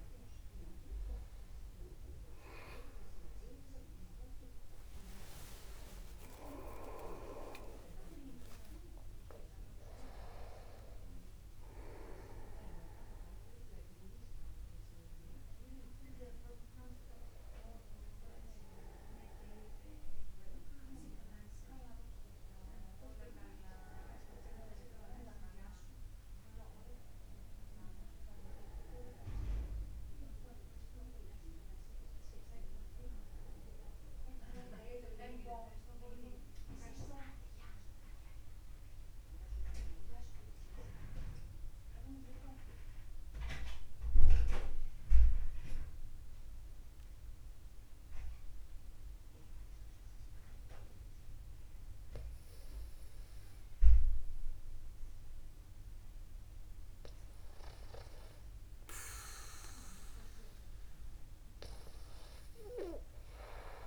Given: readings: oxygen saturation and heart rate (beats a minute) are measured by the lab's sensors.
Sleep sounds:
breathing in sleep by a room microphone; 1
0.00-1.50 s: long interval between heartbeats (device-marked, heart rate 76 extreme)
0.00-5.00 s: arousal
6.00-8.00 s: long interval between heartbeats (device-marked, heart rate 60 before, 94 extreme)
8.00-10.00 s: long interval between heartbeats (device-marked, heart rate 65 before, 111 extreme)
18.00-37.00 s: oxygen desaturation (device-marked, oxygen 95% before, 92% lowest, heart rate 80 before, 49 extreme)
30.00-63.87 s: new sleep stage, N2 (light sleep)
36.50-56.00 s: mixed apnea (oxygen 96% before, 94% lowest, heart rate 51 before, 49 extreme, up 1 after)
42.00-44.00 s: long interval between heartbeats (device-marked, heart rate 51 before, 60 extreme)
58.50-63.00 s: arousal
From the record:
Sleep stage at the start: N1 (lightest sleep); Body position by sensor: upright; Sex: male

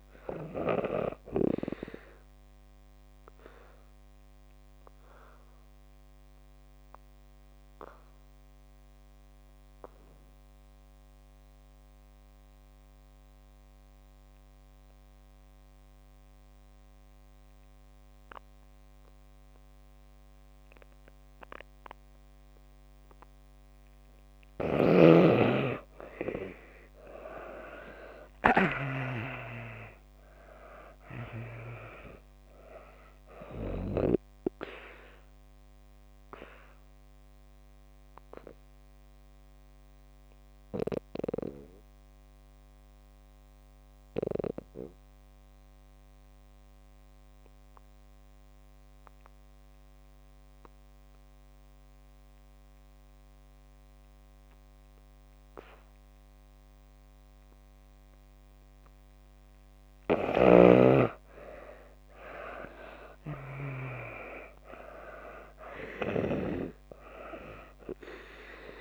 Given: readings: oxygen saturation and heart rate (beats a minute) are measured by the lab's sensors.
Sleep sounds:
breathing in sleep by a microphone on the trachea; 2
0.00-22.00 s: oxygen desaturation (device-marked, oxygen 75% lowest)
3.00-23.50 s: obstructive apnea (oxygen 96% before, 73% lowest)
24.00-55.00 s: oxygen desaturation (device-marked, oxygen 95% before, 74% lowest)
25.50-29.00 s: arousal
35.00-60.00 s: obstructive apnea (oxygen 95% before, 73% lowest)
57.00-68.81 s: oxygen desaturation (device-marked, oxygen 97% before, 73% lowest)
62.00-65.50 s: arousal
From the record:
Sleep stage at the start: N2 (light sleep); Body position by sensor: on the back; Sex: female

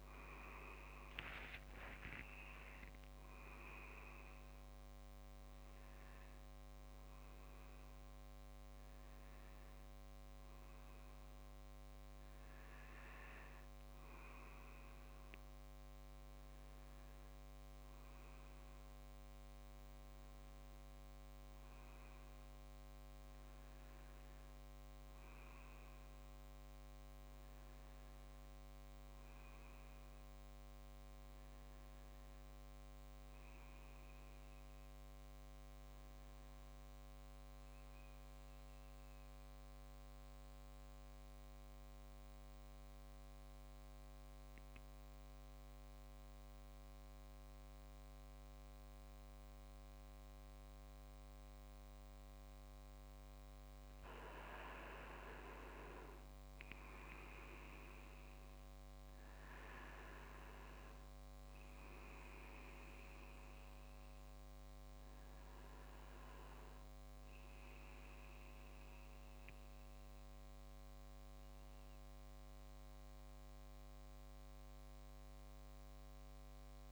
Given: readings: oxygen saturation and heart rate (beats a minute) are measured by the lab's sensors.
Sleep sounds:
a person partly awake in a sleep study, by a microphone on the trachea; 1
11.50-13.00 s: leg movement (device-marked)
16.00-76.00 s: new sleep stage, N1 (lightest sleep)
37.50-52.50 s: central apnea (oxygen 100% before, 93% lowest)
54.50-58.50 s: arousal
55.00-73.00 s: oxygen desaturation (device-marked, oxygen 98% before, 93% lowest)
76.00-76.92 s: new sleep stage, N2 (light sleep)
From the record:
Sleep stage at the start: awake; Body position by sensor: on the back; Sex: male

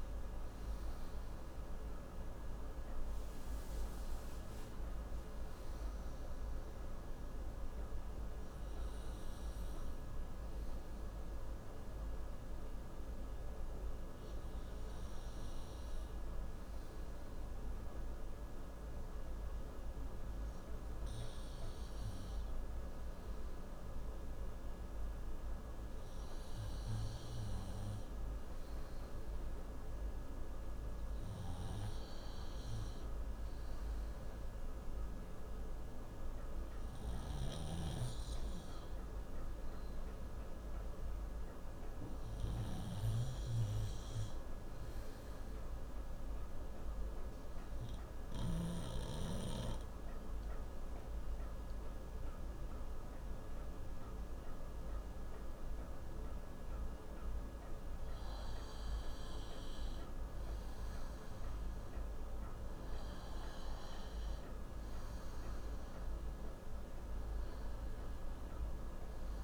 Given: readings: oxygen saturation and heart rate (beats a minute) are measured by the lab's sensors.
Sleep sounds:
a person partly awake in a sleep study, hard to hear, by a room microphone; 1
6.00-36.00 s: new sleep stage, N1 (lightest sleep)
36.00-66.00 s: new sleep stage, N2 (light sleep)
46.00-60.00 s: obstructive apnea (oxygen 96% before, 93% lowest, heart rate 51 before, 44 extreme, up 39 after)
62.00-65.50 s: arousal
66.00-69.44 s: new sleep stage, N1 (lightest sleep)
From the record:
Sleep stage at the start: awake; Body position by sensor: on the left side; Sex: male

